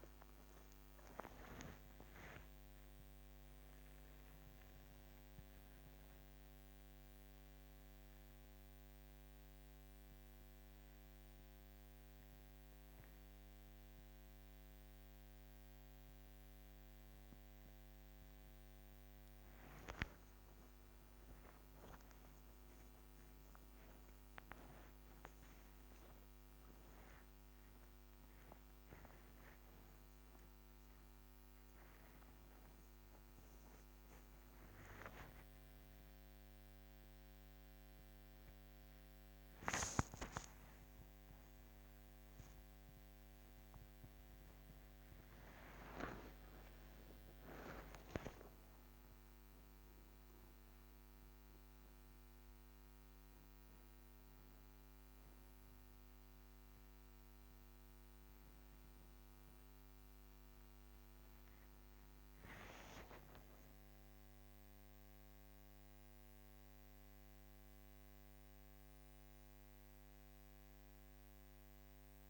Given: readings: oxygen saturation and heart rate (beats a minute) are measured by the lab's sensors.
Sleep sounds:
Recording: a person awake in a sleep study, by a microphone on the trachea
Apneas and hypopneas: none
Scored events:
none scored
From the record:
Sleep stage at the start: awake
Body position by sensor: on the back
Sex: female

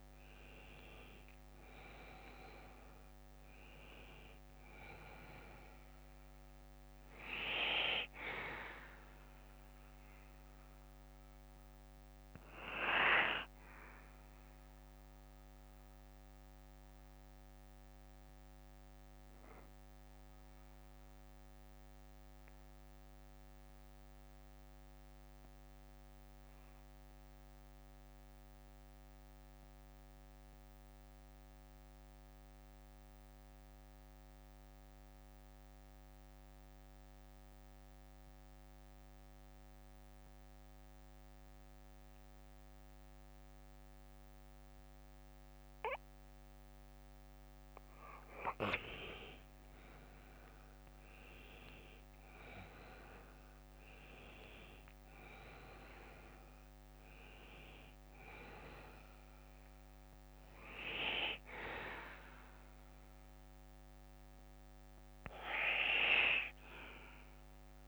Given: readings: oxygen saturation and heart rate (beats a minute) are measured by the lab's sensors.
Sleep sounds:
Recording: breathing in sleep by a microphone on the trachea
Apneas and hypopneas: 1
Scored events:
0.00-1.00 s: arousal
2.00-14.00 s: oxygen desaturation (device-marked, oxygen 98% before, 94% lowest, heart rate 61 before, 46 extreme)
10.00-21.00 s: bradycardia (device-marked, heart rate 59 before, 46 extreme)
16.00-35.00 s: oxygen desaturation (device-marked, oxygen 95% before, 86% lowest, heart rate 64 before, 53 extreme)
16.00-67.88 s: new sleep stage, REM sleep
22.00-48.00 s: bradycardia (device-marked, heart rate 59 before, 53 extreme)
22.00-48.50 s: mixed apnea (oxygen 98% before, 86% lowest, heart rate 60 before, 54 extreme, up 16 after)
50.00-54.50 s: arousal
62.00-67.88 s: bradycardia (device-marked, heart rate 58 before, 58 extreme)
From the record:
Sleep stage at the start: N2 (light sleep)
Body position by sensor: on the back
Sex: male

